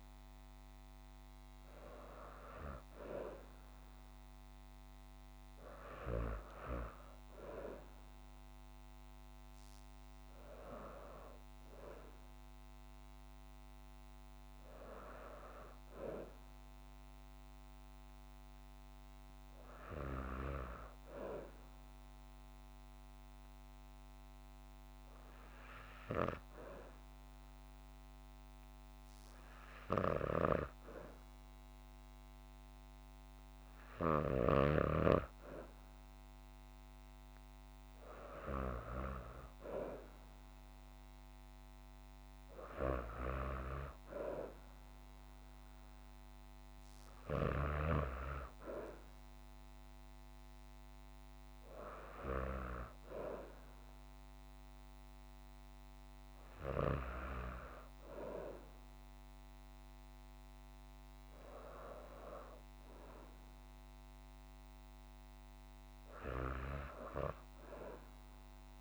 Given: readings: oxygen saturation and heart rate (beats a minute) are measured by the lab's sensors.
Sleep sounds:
breathing in sleep by a microphone on the trachea; none
none scored
From the record:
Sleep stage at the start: N2 (light sleep); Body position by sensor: on the back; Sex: female

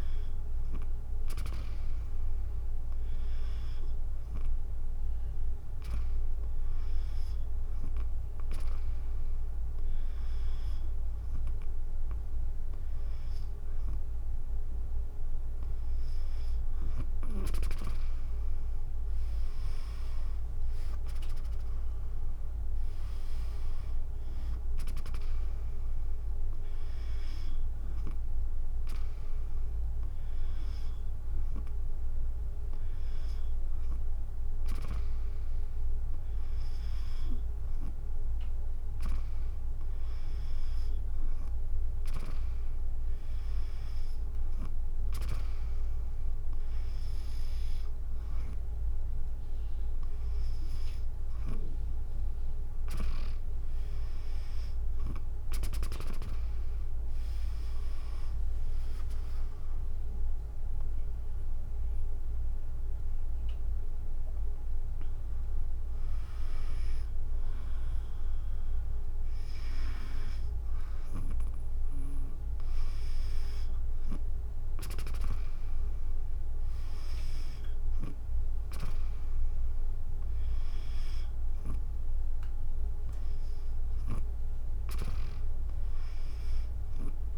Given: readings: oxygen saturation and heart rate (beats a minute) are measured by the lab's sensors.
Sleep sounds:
breathing in sleep by a room microphone; none
16.50-29.50 s: drop in pulse transit time (device-marked, heart rate 60 before, 64 extreme)
57.50-70.50 s: drop in pulse transit time (device-marked, heart rate 68 before, 67 extreme)
From the record:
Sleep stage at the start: N2 (light sleep); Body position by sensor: on the back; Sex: female

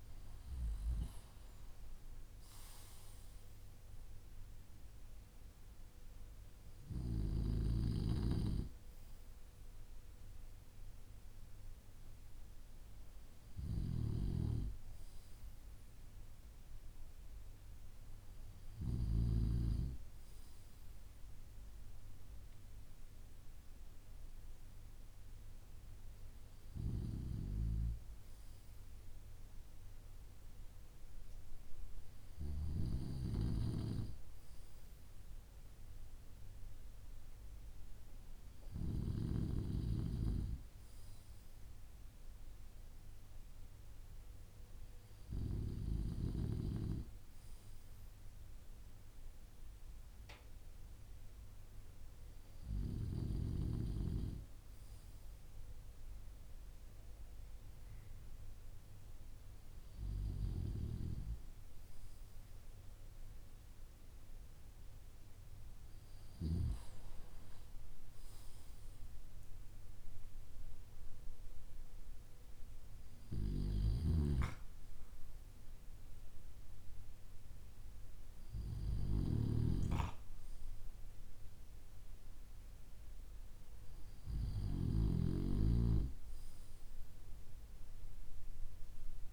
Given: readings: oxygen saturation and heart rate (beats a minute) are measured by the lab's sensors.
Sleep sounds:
breathing in sleep by a room microphone; none
67.00-71.00 s: arousal
From the record:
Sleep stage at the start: N2 (light sleep); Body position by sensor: on the back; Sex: male

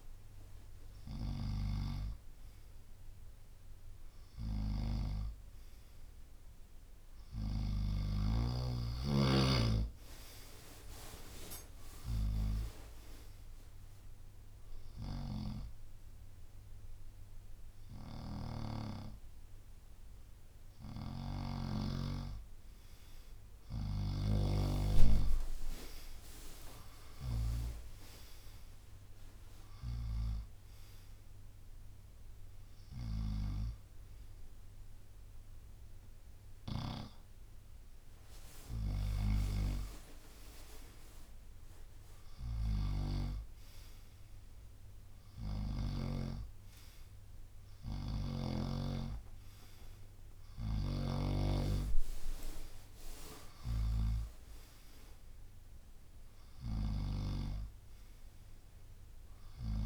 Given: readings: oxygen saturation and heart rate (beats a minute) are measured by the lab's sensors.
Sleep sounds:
breathing in sleep by a room microphone; 1
11.00-20.00 s: drop in pulse transit time (device-marked, heart rate 71 before, 70 extreme)
13.00-23.50 s: hypopnea (oxygen 93% before, 93% lowest, heart rate 72 before, 65 extreme, up 13 after)
21.00-24.50 s: snoring (device-marked)
26.50-31.00 s: arousal
42.50-46.00 s: snoring (device-marked)
50.50-59.86 s: snoring (device-marked)
From the record:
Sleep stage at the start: N2 (light sleep); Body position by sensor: on the right side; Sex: male

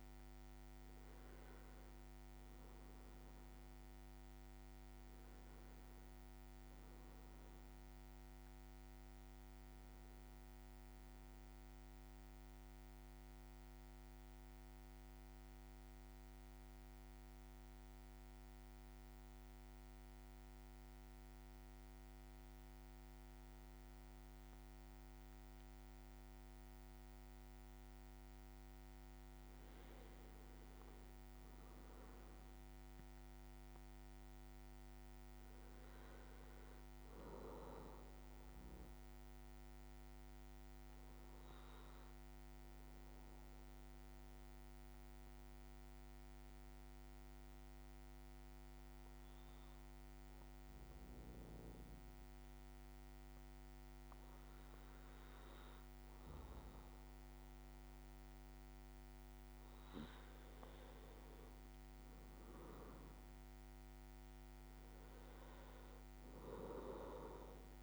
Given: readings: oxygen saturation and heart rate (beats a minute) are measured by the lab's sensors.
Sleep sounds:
breathing in sleep, hard to hear, by a microphone on the trachea; 2
11.50-26.50 s: mixed apnea (oxygen 98% before, 94% lowest, heart rate 57 before, 53 extreme, up 4 after)
30.00-33.50 s: arousal
40.00-54.50 s: obstructive apnea (oxygen 99% before, 95% lowest, heart rate 55 before, 53 extreme, up 2 after)
58.00-62.50 s: arousal
From the record:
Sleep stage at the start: N2 (light sleep); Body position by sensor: on the back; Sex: male

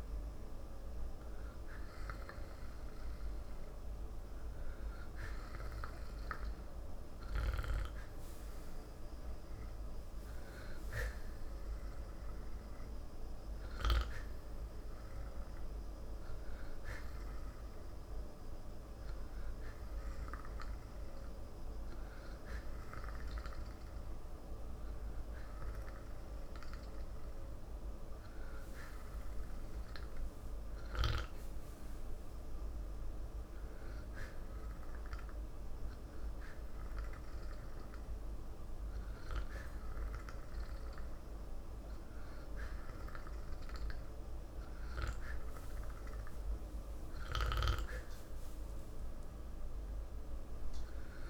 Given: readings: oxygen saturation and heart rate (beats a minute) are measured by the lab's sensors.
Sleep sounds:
breathing in sleep by a room microphone; none
none scored
From the record:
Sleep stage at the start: N2 (light sleep); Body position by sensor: on the back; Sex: male

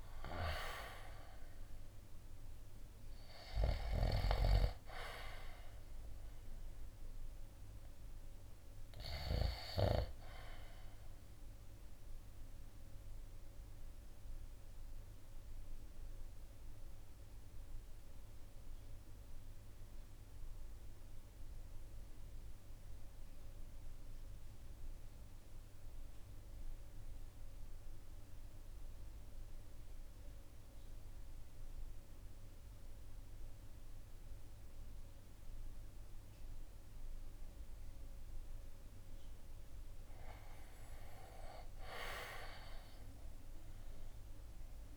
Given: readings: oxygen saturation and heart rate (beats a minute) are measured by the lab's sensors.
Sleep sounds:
breathing in sleep by a room microphone; 1
4.00-28.00 s: oxygen desaturation (device-marked, oxygen 97% before, 86% lowest, heart rate 57 before, 51 extreme)
10.50-38.50 s: obstructive apnea (oxygen 97% before, 83% lowest, heart rate 60 before, 51 extreme, up 12 after)
40.00-44.00 s: arousal
42.00-44.97 s: oxygen desaturation (device-marked, oxygen 97% before, 83% lowest, heart rate 53 before, 50 extreme)
From the record:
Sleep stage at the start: REM sleep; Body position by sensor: on the right side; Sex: male

